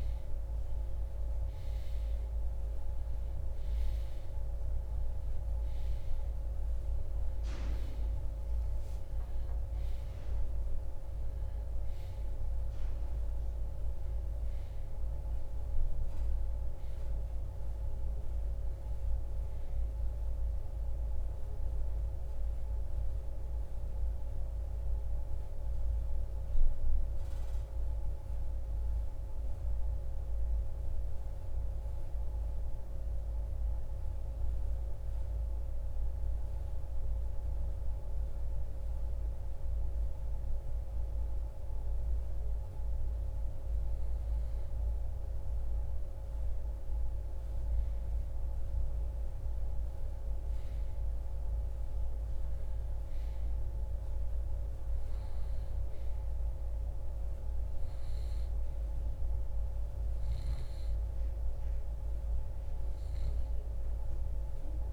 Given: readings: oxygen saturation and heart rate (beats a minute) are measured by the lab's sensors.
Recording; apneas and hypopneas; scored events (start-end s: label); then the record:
breathing in sleep, hard to hear, by a room microphone; 1
8.50-14.00 s: arousal
18.00-37.00 s: oxygen desaturation (device-marked, oxygen 91% before, 85% lowest, heart rate 80 before, 55 extreme)
26.50-43.00 s: hypopnea (oxygen 91% before, 85% lowest, heart rate 82 before, 55 extreme, up 6 after)
47.00-52.50 s: arousal
59.00-64.93 s: oxygen desaturation (device-marked, oxygen 96% before, 89% lowest, heart rate 63 before, 63 extreme)
From the record:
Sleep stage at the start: REM sleep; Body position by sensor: on the right side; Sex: male